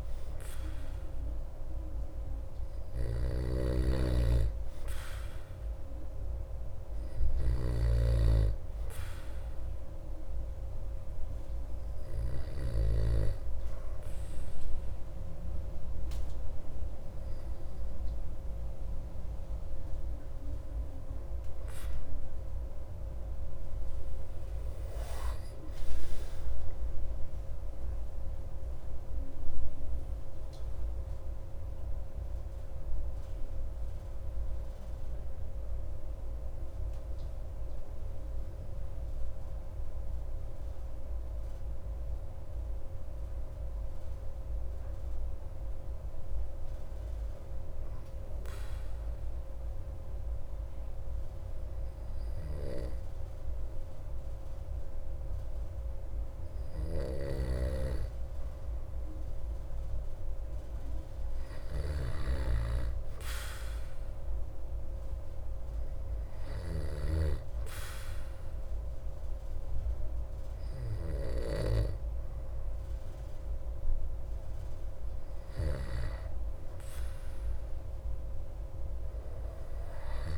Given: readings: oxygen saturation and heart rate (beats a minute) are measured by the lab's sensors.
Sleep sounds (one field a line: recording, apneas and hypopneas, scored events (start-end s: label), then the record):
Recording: breathing in sleep by a room microphone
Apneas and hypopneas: 2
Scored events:
0.00-1.50 s: arousal
0.00-8.00 s: snoring (device-marked)
6.50-20.00 s: hypopnea (oxygen 96% before, 93% lowest)
23.50-27.50 s: arousal
43.00-58.00 s: hypopnea (oxygen 95% before, 94% lowest)
61.50-65.50 s: arousal
67.00-71.50 s: snoring (device-marked)
70.50-80.38 s: oxygen desaturation (device-marked, oxygen 97% before, 94% lowest)
From the record:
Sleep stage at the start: N2 (light sleep)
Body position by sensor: on the back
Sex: male